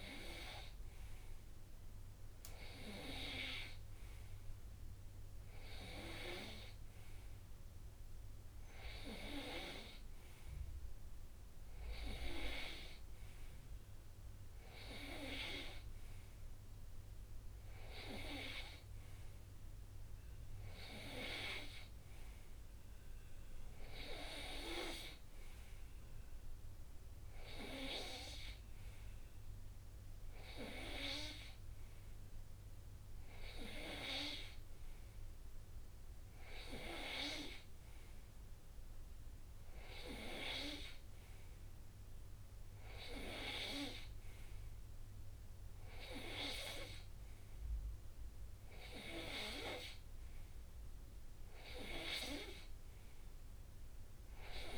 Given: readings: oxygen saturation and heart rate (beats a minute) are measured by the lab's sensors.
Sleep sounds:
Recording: breathing in sleep by a room microphone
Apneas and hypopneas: none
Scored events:
none scored
From the record:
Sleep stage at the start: N2 (light sleep)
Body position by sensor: on the right side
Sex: male

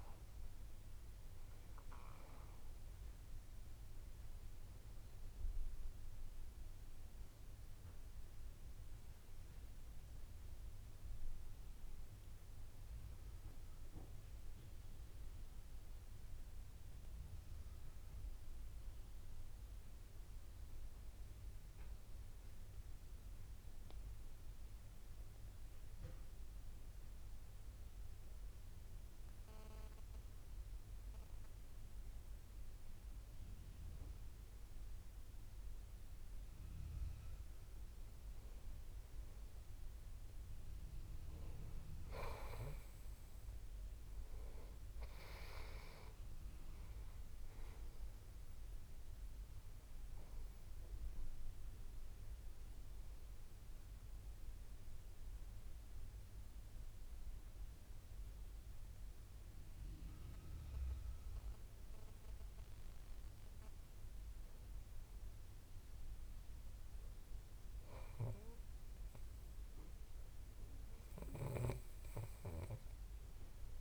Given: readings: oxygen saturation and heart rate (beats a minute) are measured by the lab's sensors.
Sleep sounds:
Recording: breathing in sleep by a room microphone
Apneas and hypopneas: 2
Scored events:
25.50-37.00 s: obstructive apnea (oxygen 96% before, 92% lowest)
40.00-45.00 s: arousal
42.00-60.00 s: oxygen desaturation (device-marked, oxygen 95% before, 92% lowest)
53.00-64.00 s: obstructive apnea (oxygen 96% before, 92% lowest)
From the record:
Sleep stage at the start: N2 (light sleep)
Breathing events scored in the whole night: 292 in 6.1 hours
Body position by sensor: on the back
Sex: male

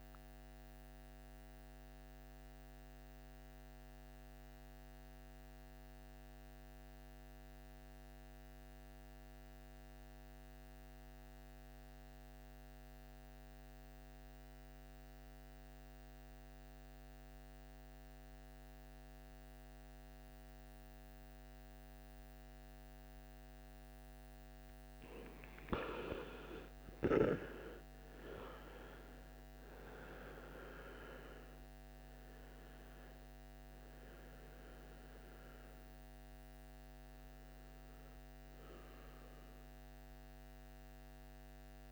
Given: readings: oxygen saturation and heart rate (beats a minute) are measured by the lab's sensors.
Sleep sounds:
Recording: breathing in sleep by a microphone on the trachea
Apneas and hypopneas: 1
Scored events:
0.00-1.50 s: oxygen desaturation (device-marked, oxygen 88% lowest, heart rate 55 extreme)
1.00-22.00 s: obstructive apnea (oxygen 97% before, 86% lowest, heart rate 64 before, 55 extreme, up 16 after)
18.50-41.92 s: oxygen desaturation (device-marked, oxygen 98% before, 86% lowest, heart rate 56 before, 53 extreme)
25.00-29.50 s: arousal
From the record:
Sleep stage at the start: N2 (light sleep)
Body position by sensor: on the right side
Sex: male

